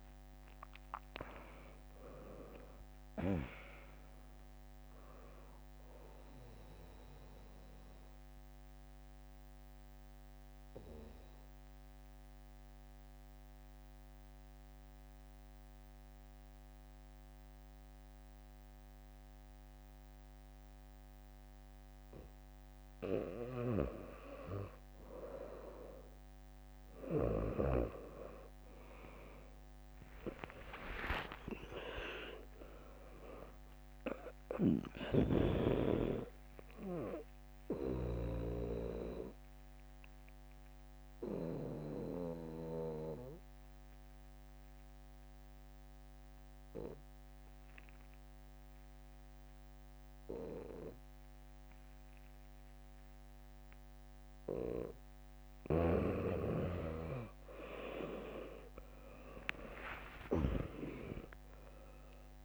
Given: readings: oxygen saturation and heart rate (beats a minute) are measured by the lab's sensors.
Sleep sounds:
breathing in sleep by a microphone on the trachea; 2
0.00-8.00 s: drop in pulse transit time (device-marked, heart rate 67 extreme)
7.00-10.00 s: bradycardia (device-marked, heart rate 71 before, 65 extreme)
9.00-22.00 s: obstructive apnea (oxygen 100% before, 96% lowest, heart rate 78 before, 57 extreme, up 1 after)
11.00-25.00 s: oxygen desaturation (device-marked, oxygen 99% before, 96% lowest, heart rate 78 before, 57 extreme)
22.00-28.00 s: bradycardia (device-marked, heart rate 71 before, 58 extreme)
29.50-35.00 s: arousal
32.00-45.00 s: drop in pulse transit time (device-marked, heart rate 60 before, 63 extreme)
39.50-54.50 s: obstructive apnea (oxygen 100% before, 96% lowest, heart rate 64 before, 55 extreme, up 4 after)
48.00-61.00 s: bradycardia (device-marked, heart rate 71 before, 55 extreme)
58.50-62.45 s: arousal
60.00-62.45 s: drop in pulse transit time (device-marked, heart rate 65 before, 58 extreme)
From the record:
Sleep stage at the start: N2 (light sleep); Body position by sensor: on the back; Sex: female

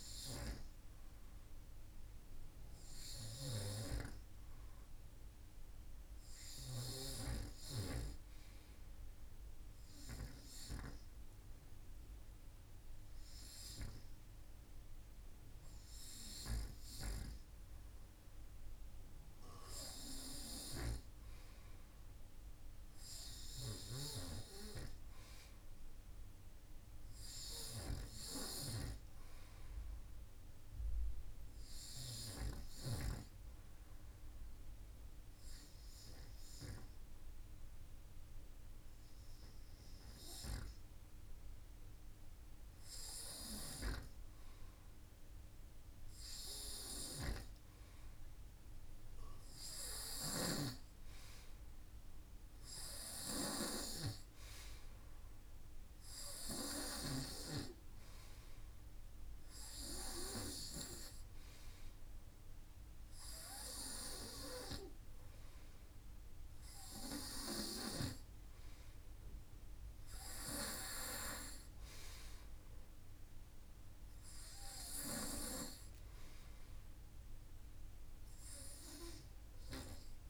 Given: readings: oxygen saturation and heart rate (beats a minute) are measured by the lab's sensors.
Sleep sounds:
breathing in sleep by a room microphone; 1
26.00-29.00 s: arousal
32.00-42.50 s: obstructive apnea (oxygen 94% before, 92% lowest, heart rate 52 before, 52 extreme, up 2 after)
45.00-48.50 s: arousal
46.00-49.50 s: snoring (device-marked)
From the record:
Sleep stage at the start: N2 (light sleep); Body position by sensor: on the front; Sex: male

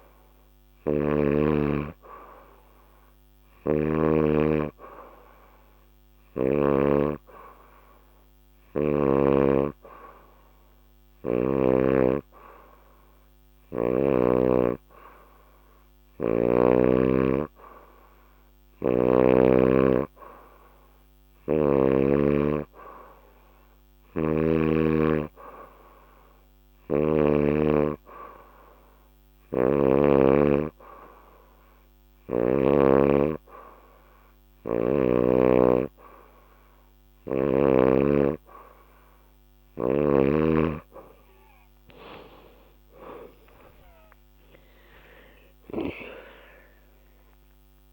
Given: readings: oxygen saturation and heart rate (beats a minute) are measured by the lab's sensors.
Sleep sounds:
breathing in sleep by a microphone on the trachea; none
3.00-6.50 s: snoring (device-marked)
23.50-27.00 s: snoring (device-marked)
29.00-32.50 s: snoring (device-marked)
46.00-47.93 s: arousal
From the record:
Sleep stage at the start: N2 (light sleep); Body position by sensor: on the back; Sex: female

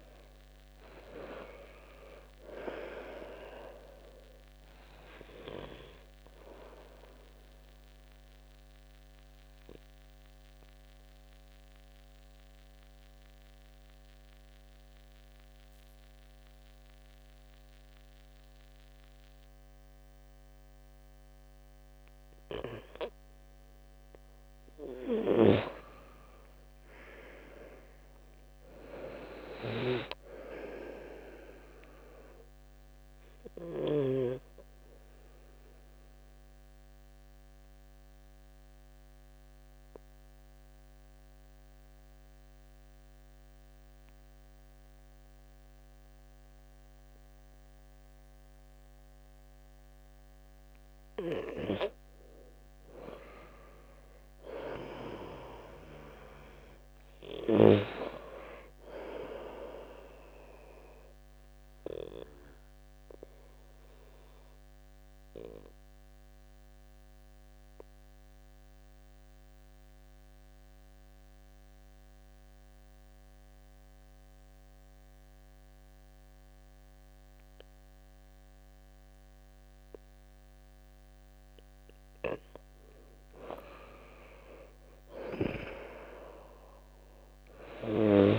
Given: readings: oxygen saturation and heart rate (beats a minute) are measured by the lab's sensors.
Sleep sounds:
breathing in sleep by a microphone on the trachea; 3
0.00-1.50 s: arousal
7.50-23.50 s: mixed apnea (oxygen 97% before, 91% lowest, heart rate 69 before, 65 extreme, up 7 after)
15.50-29.50 s: oxygen desaturation (device-marked, oxygen 95% before, 91% lowest, heart rate 68 before, 66 extreme)
26.50-30.00 s: arousal
34.00-51.00 s: mixed apnea (oxygen 97% before, 91% lowest, heart rate 70 before, 66 extreme, up 6 after)
51.50-58.50 s: oxygen desaturation (device-marked, oxygen 97% before, 93% lowest, heart rate 69 before, 67 extreme)
53.00-56.00 s: arousal
61.00-82.50 s: mixed apnea (oxygen 97% before, 90% lowest, heart rate 69 before, 66 extreme, up 6 after)
73.50-88.39 s: oxygen desaturation (device-marked, oxygen 96% before, 91% lowest, heart rate 69 before, 66 extreme)
84.50-88.39 s: arousal
From the record:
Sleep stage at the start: N2 (light sleep); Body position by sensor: on the back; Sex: male

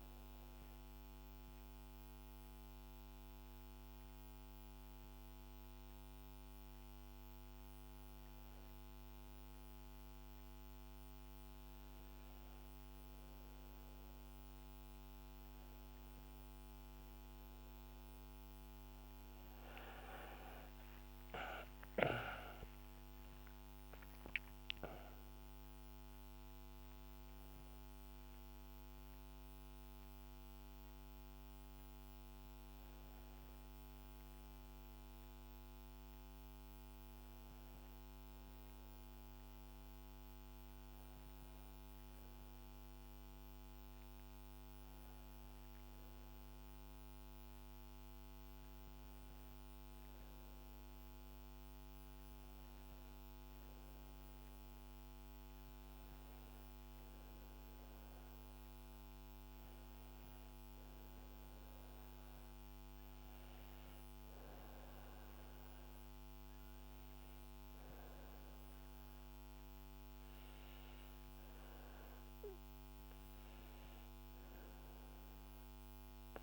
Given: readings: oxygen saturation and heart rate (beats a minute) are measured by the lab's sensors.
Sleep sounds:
breathing in sleep, hard to hear, by a microphone on the trachea; none
20.50-25.00 s: arousal
43.50-76.43 s: new sleep stage, N2 (light sleep)
From the record:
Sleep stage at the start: N1 (lightest sleep); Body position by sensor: on the back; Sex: female

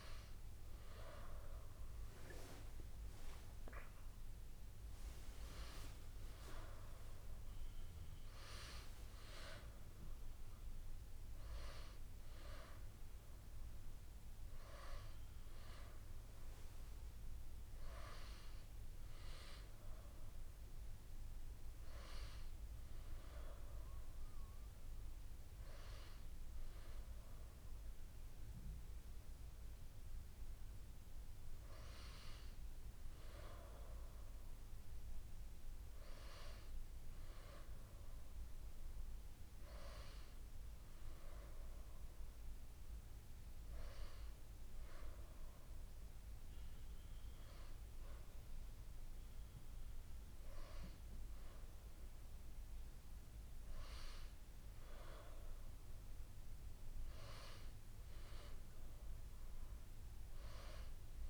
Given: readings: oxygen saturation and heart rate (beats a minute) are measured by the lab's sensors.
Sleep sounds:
breathing in sleep by a room microphone; none
none scored
From the record:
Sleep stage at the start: N2 (light sleep); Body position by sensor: on the back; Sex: female

